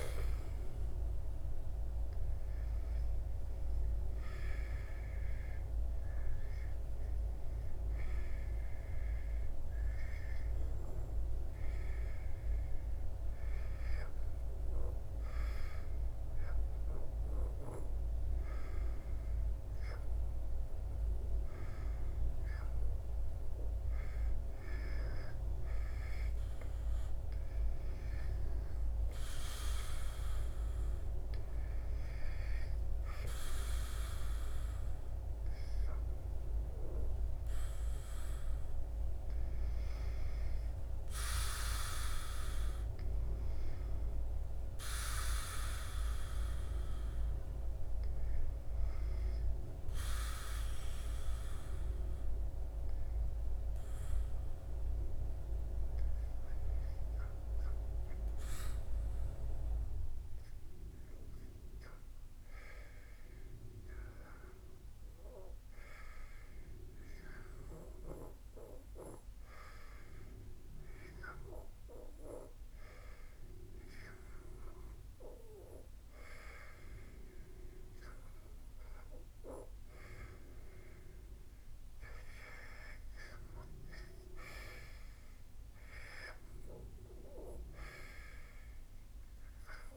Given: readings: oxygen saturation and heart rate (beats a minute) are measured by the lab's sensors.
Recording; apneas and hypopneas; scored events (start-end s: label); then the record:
breathing in sleep by a room microphone; 2
0.00-1.00 s: arousal
3.00-22.50 s: hypopnea (oxygen 94% before, 89% lowest, heart rate 79 before, 76 extreme, up 2 after)
22.00-44.00 s: oxygen desaturation (device-marked, oxygen 96% before, 89% lowest, heart rate 78 before, 70 extreme)
24.00-27.50 s: arousal
53.00-78.00 s: hypopnea (oxygen 95% before, 90% lowest, heart rate 81 before, 70 extreme, up 2 after)
72.00-89.97 s: oxygen desaturation (device-marked, oxygen 96% before, 90% lowest, heart rate 74 before, 77 extreme)
80.50-84.50 s: arousal
From the record:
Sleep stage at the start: N2 (light sleep); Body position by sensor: on the back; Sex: male